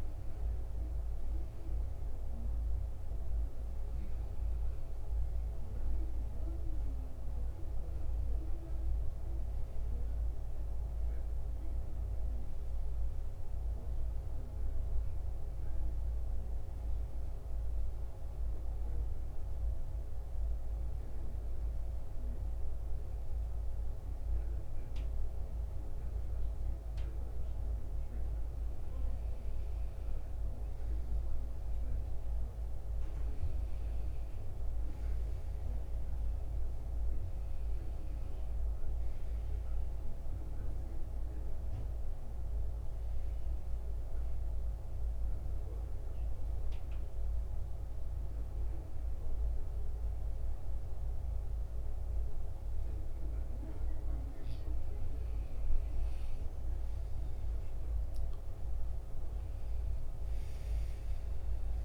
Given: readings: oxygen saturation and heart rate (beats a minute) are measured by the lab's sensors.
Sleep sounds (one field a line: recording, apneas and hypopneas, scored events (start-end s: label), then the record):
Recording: breathing in sleep, hard to hear, by a room microphone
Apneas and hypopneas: 1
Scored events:
0.00-13.00 s: oxygen desaturation (device-marked, oxygen 90% lowest, heart rate 76 extreme)
43.00-54.00 s: hypopnea (oxygen 94% before, 92% lowest, heart rate 82 before, 73 extreme, up 11 after)
57.00-61.85 s: arousal
From the record:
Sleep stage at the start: N2 (light sleep)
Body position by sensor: on the back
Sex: male